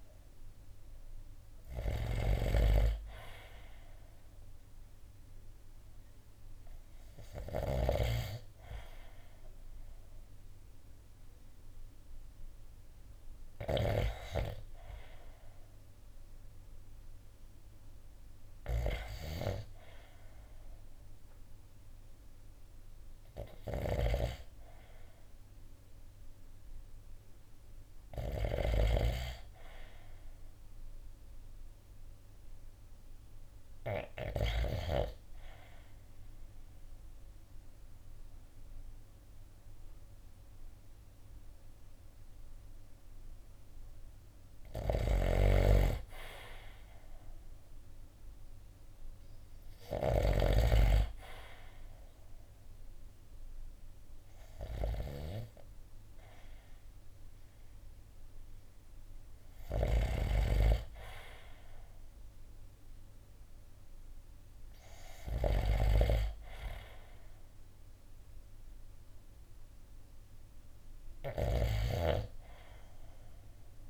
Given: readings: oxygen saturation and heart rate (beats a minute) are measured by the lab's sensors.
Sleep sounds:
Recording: breathing in sleep by a room microphone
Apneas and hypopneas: 1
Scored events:
0.00-34.00 s: snoring (device-marked)
34.50-45.00 s: obstructive apnea (oxygen 95% before, 91% lowest, heart rate 57 before, 54 extreme, up 6 after)
44.00-50.00 s: snoring (device-marked)
47.50-51.00 s: arousal
59.00-73.90 s: snoring (device-marked)
From the record:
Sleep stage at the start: N2 (light sleep)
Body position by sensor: on the right side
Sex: male

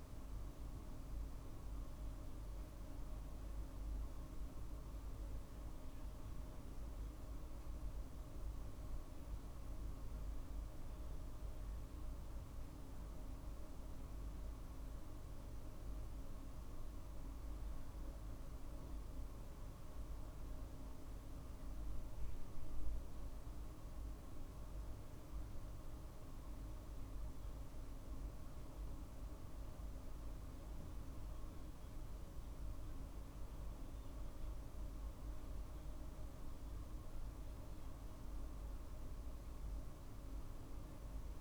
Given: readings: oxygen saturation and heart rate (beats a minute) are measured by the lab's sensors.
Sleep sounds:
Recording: breathing in sleep, hard to hear, by a room microphone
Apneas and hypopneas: none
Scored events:
none scored
From the record:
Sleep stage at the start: N2 (light sleep)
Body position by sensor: on the right side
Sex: male

